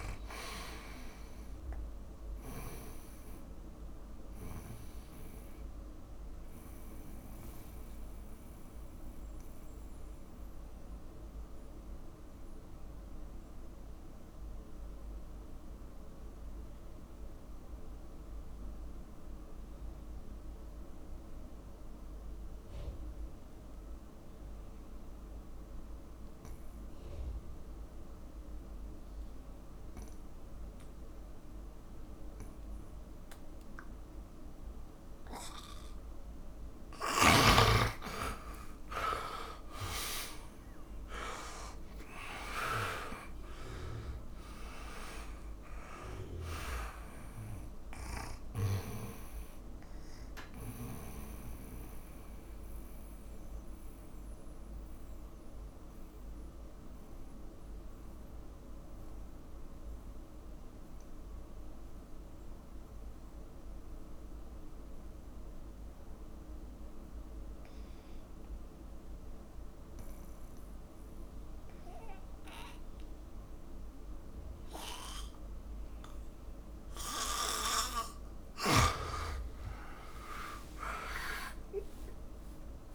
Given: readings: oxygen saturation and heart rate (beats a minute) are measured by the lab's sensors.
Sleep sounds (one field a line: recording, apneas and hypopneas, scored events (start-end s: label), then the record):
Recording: breathing in sleep by a room microphone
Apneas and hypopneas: 2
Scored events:
0.00-1.00 s: oxygen desaturation (device-marked, oxygen 91% lowest, heart rate 53 extreme)
4.50-37.00 s: mixed apnea (oxygen 100% before, 81% lowest, heart rate 60 before, 49 extreme, up 22 after)
7.00-24.00 s: oxygen desaturation (device-marked, oxygen 94% before, 83% lowest, heart rate 62 before, 49 extreme)
30.00-38.00 s: oxygen desaturation (device-marked, oxygen 100% before, 95% lowest, heart rate 59 before, 49 extreme)
38.00-42.00 s: arousal
40.00-72.00 s: oxygen desaturation (device-marked, oxygen 99% before, 81% lowest, heart rate 53 before, 56 extreme)
49.00-77.00 s: mixed apnea (oxygen 100% before, 81% lowest, heart rate 59 before, 56 extreme, up 13 after)
74.00-82.95 s: oxygen desaturation (device-marked, oxygen 100% before, 93% lowest, heart rate 60 before, 56 extreme)
79.00-82.95 s: arousal
From the record:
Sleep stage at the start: N2 (light sleep)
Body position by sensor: on the back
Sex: male